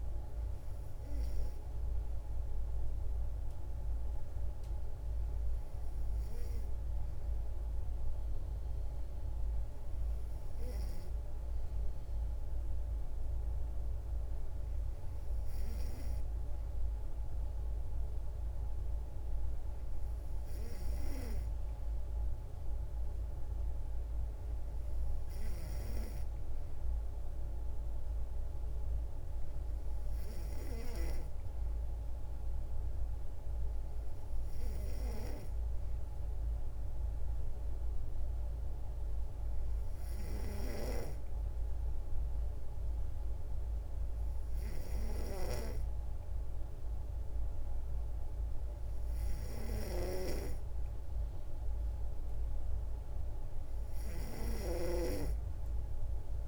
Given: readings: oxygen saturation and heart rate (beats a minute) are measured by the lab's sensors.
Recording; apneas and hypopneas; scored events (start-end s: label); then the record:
breathing in sleep by a room microphone; none
0.00-1.00 s: oxygen desaturation (device-marked, oxygen 91% lowest, heart rate 55 extreme)
31.00-56.48 s: new sleep stage, N3 (deep sleep)
From the record:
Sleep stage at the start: N2 (light sleep); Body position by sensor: on the back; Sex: female